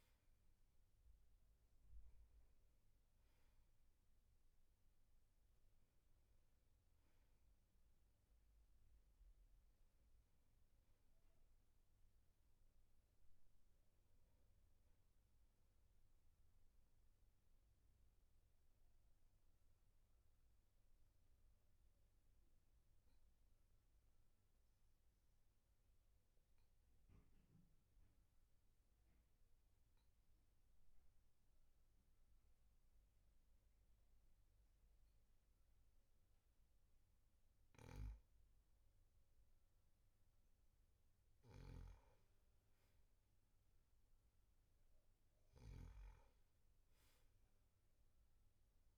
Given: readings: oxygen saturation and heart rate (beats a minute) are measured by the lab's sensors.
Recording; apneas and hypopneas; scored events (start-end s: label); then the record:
breathing in sleep, hard to hear, by a room microphone; 1
6.00-27.00 s: oxygen desaturation (device-marked, oxygen 97% before, 92% lowest, heart rate 52 before, 42 extreme)
16.00-37.00 s: obstructive apnea (oxygen 98% before, 92% lowest, heart rate 54 before, 42 extreme, up 2 after)
41.00-45.50 s: arousal
46.00-48.98 s: snoring (device-marked)
From the record:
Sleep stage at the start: N2 (light sleep); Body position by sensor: on the back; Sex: male